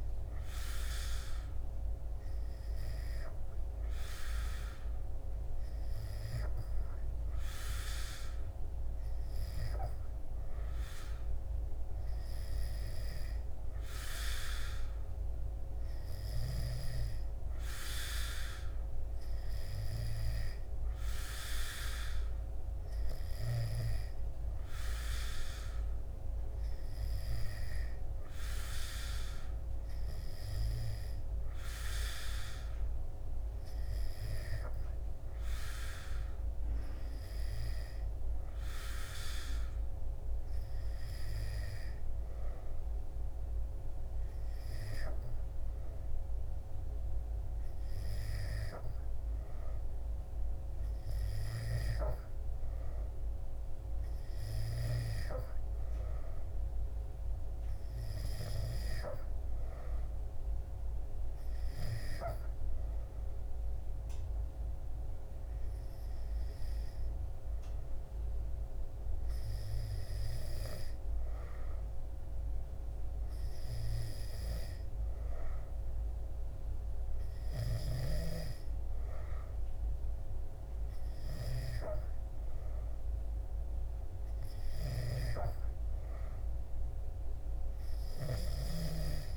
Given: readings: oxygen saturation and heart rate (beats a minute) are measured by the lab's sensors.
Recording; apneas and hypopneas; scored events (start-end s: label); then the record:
breathing in sleep by a room microphone; none
74.50-89.37 s: new sleep stage, N2 (light sleep)
From the record:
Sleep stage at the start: N3 (deep sleep); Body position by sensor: on the back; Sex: male